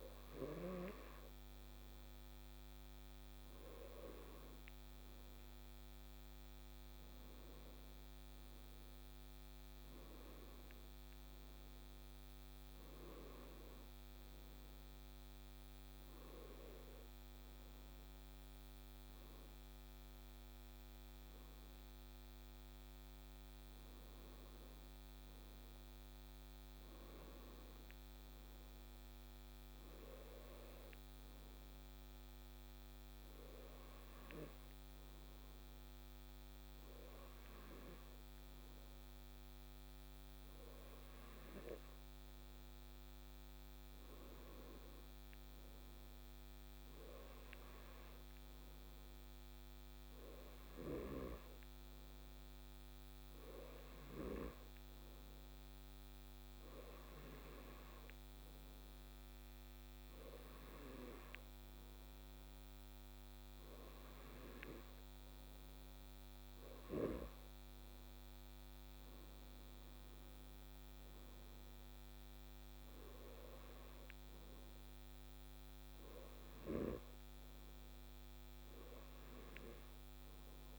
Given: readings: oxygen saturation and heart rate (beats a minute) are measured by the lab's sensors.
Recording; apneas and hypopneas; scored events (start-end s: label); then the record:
breathing in sleep by a microphone on the trachea; none
none scored
From the record:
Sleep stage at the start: N2 (light sleep); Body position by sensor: on the left side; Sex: male